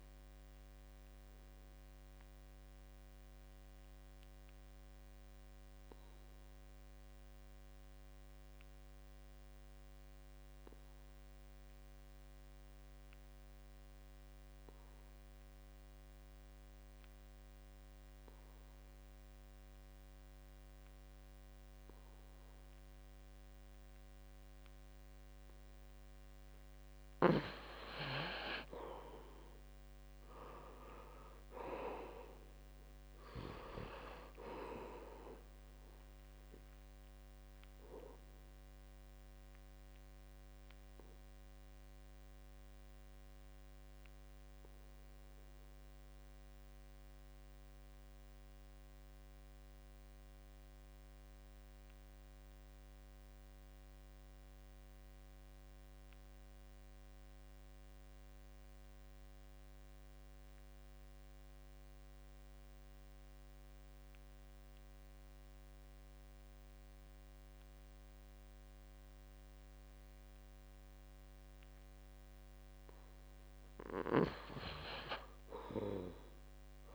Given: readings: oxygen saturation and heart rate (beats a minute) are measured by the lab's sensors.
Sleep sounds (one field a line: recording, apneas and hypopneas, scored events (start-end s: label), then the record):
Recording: breathing in sleep by a microphone on the trachea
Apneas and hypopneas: 2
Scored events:
0.00-12.00 s: oxygen desaturation (device-marked, oxygen 79% lowest, heart rate 66 extreme)
3.50-26.50 s: obstructive apnea (oxygen 96% before, 74% lowest, heart rate 73 before, 66 extreme, up 9 after)
18.00-54.00 s: oxygen desaturation (device-marked, oxygen 96% before, 74% lowest, heart rate 70 before, 66 extreme)
30.50-33.50 s: arousal
38.50-72.50 s: obstructive apnea (oxygen 96% before, 74% lowest, heart rate 73 before, 66 extreme, up 10 after)
52.00-54.00 s: long interval between heartbeats (device-marked, heart rate 72 before, 68 extreme)
61.00-76.95 s: oxygen desaturation (device-marked, oxygen 97% before, 76% lowest, heart rate 69 before, 66 extreme)
65.50-67.50 s: long interval between heartbeats (device-marked, heart rate 68 before, 67 extreme)
68.00-70.00 s: long interval between heartbeats (device-marked, heart rate 68 before, 70 extreme)
From the record:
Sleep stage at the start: N2 (light sleep)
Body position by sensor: on the back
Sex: male